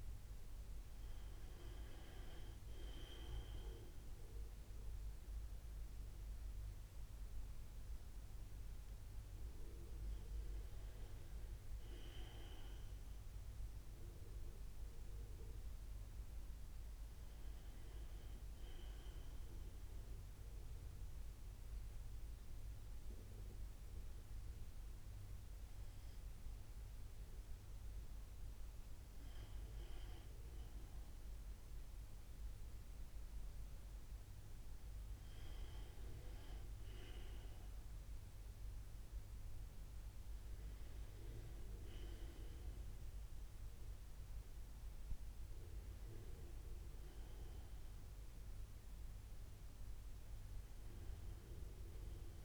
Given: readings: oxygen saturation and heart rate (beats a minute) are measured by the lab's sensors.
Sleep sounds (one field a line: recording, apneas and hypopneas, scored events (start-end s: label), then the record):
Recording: breathing in sleep by a room microphone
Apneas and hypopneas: none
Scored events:
21.50-52.45 s: new sleep stage, N2 (light sleep)
From the record:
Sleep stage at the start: N1 (lightest sleep)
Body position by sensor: on the right side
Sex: male